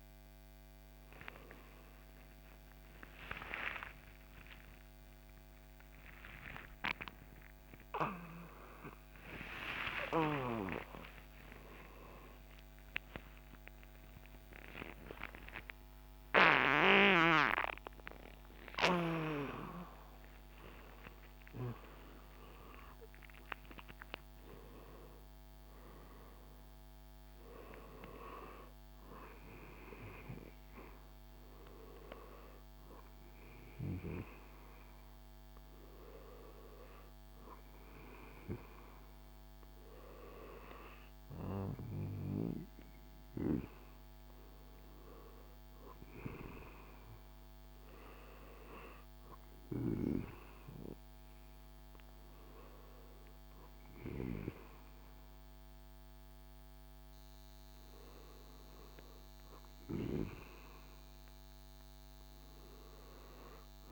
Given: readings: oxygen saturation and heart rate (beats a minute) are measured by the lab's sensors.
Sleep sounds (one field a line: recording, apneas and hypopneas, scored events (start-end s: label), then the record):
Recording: a person awake in a sleep study, by a microphone on the trachea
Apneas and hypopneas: none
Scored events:
38.00-63.92 s: new sleep stage, N2 (light sleep)
From the record:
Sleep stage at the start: awake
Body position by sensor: on the back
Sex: male